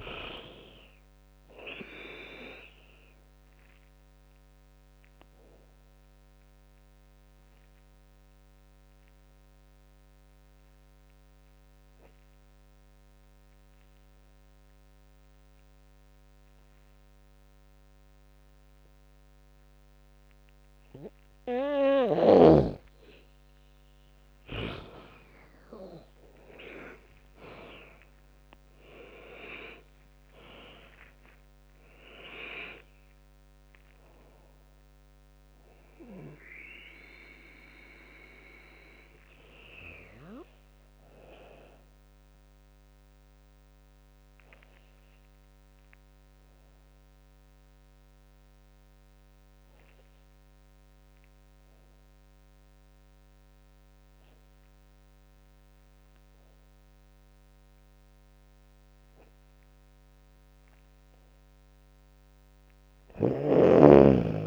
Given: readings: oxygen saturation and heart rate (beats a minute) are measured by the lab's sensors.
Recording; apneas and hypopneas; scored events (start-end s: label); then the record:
breathing in sleep by a microphone on the trachea; 2
0.00-10.00 s: drop in pulse transit time (device-marked, heart rate 75 extreme)
2.00-20.00 s: oxygen desaturation (device-marked, oxygen 99% before, 92% lowest, heart rate 77 before, 70 extreme)
2.50-21.00 s: obstructive apnea (oxygen 99% before, 92% lowest, heart rate 77 before, 70 extreme, up 17 after)
24.00-27.50 s: arousal
26.00-39.00 s: drop in pulse transit time (device-marked, heart rate 75 before, 78 extreme)
42.00-59.00 s: obstructive apnea (oxygen 98% before, 93% lowest, heart rate 84 before, 67 extreme, up 9 after)
61.00-64.00 s: arousal
62.50-64.47 s: snoring (device-marked)
From the record:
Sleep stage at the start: N2 (light sleep); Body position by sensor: on the back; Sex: female